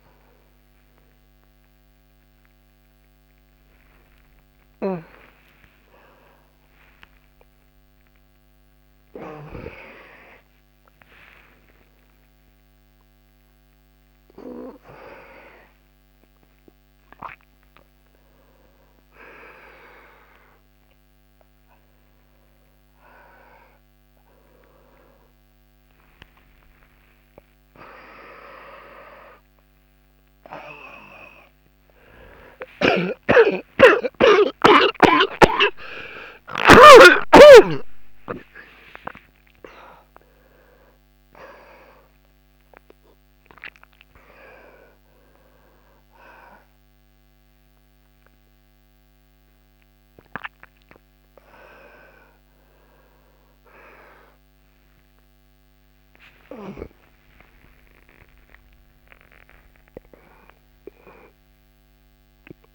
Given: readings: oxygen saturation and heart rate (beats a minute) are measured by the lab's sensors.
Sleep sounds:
a person awake in a sleep study, by a microphone on the trachea; none
32.00-36.00 s: snoring (device-marked)
From the record:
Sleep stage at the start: awake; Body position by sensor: on the back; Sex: male

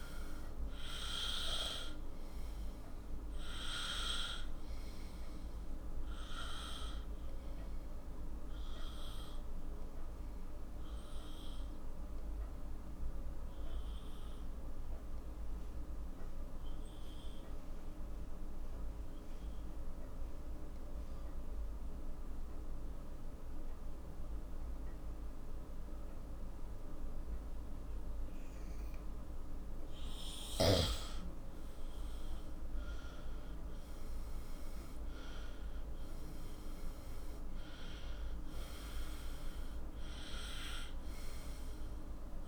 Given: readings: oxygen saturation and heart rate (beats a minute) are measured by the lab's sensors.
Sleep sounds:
breathing in sleep by a room microphone; 1
0.00-18.50 s: oxygen desaturation (device-marked, oxygen 92% lowest, heart rate 45 extreme)
7.50-29.50 s: obstructive apnea (oxygen 97% before, 90% lowest, heart rate 54 before, 42 extreme, up 15 after)
29.50-42.47 s: oxygen desaturation (device-marked, oxygen 97% before, 91% lowest, heart rate 47 before, 42 extreme)
31.50-37.00 s: arousal
From the record:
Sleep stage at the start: N2 (light sleep); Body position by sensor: on the right side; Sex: male

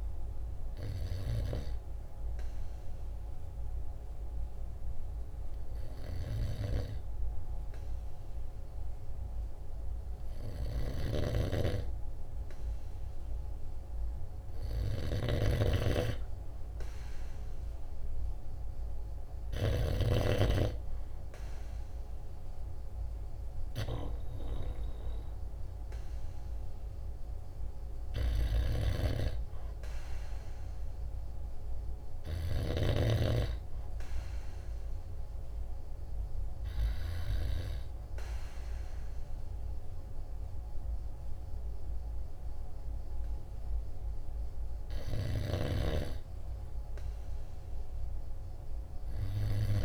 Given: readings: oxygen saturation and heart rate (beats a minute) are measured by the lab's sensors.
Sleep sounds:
breathing in sleep by a room microphone; 1
2.00-13.50 s: hypopnea (oxygen 95% before, 94% lowest, heart rate 48 before, 47 extreme, up 2 after)
17.00-21.00 s: arousal
From the record:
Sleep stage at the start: N2 (light sleep); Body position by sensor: on the right side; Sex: male

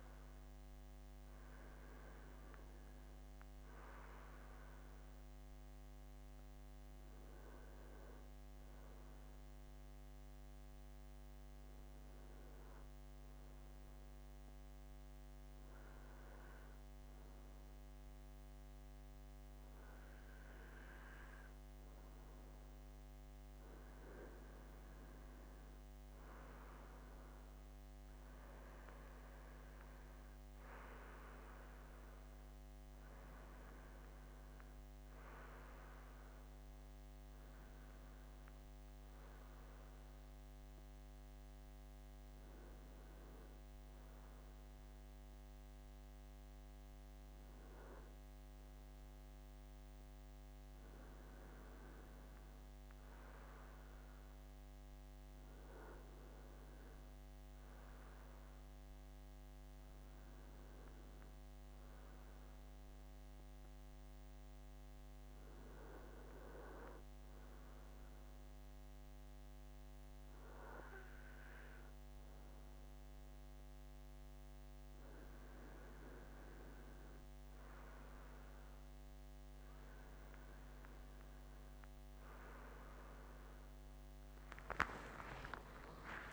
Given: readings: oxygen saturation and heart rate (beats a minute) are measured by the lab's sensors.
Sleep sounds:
breathing in sleep by a microphone on the trachea; none
84.50-86.33 s: arousal
From the record:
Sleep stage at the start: N2 (light sleep); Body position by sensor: on the front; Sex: male

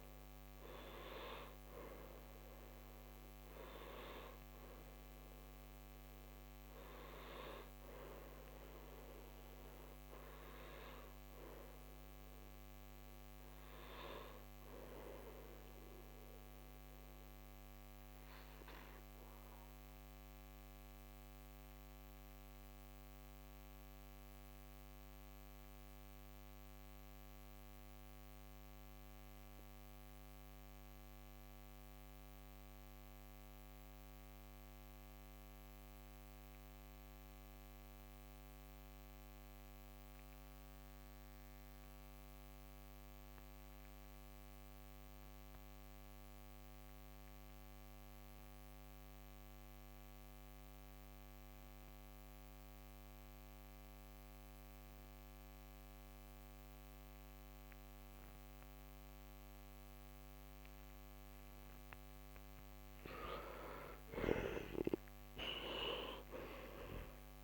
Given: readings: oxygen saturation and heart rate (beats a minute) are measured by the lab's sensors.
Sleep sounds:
breathing in sleep by a microphone on the trachea; 1
0.00-24.50 s: oxygen desaturation (device-marked, oxygen 89% lowest, heart rate 52 extreme)
1.50-31.50 s: new sleep stage, N1 (lightest sleep)
13.50-62.50 s: mixed apnea (oxygen 96% before, 86% lowest, heart rate 68 before, 46 extreme, up 20 after)
31.50-67.44 s: new sleep stage, N2 (light sleep)
56.50-67.44 s: oxygen desaturation (device-marked, oxygen 97% before, 86% lowest, heart rate 57 before, 47 extreme)
64.50-67.44 s: arousal
From the record:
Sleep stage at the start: N2 (light sleep); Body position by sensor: on the back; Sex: male

